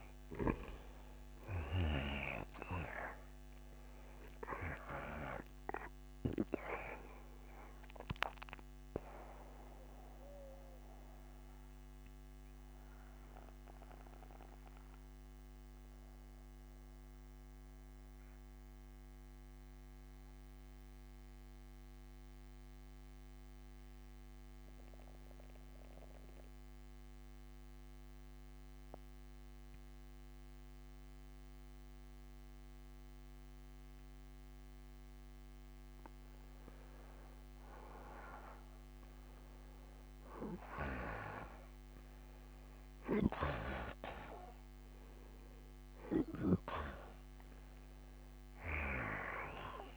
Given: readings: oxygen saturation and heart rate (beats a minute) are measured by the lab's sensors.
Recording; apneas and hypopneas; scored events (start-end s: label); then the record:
breathing in sleep by a microphone on the trachea; 1
0.00-13.00 s: oxygen desaturation (device-marked, oxygen 84% lowest, heart rate 61 extreme)
10.00-33.00 s: obstructive apnea (oxygen 94% before, 89% lowest, heart rate 65 before, 54 extreme, up 2 after)
31.00-49.97 s: oxygen desaturation (device-marked, oxygen 97% before, 89% lowest, heart rate 62 before, 54 extreme)
34.00-38.00 s: arousal
41.00-48.00 s: bradycardia (device-marked, heart rate 64 before, 54 extreme)
From the record:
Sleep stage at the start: N2 (light sleep); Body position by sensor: on the back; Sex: male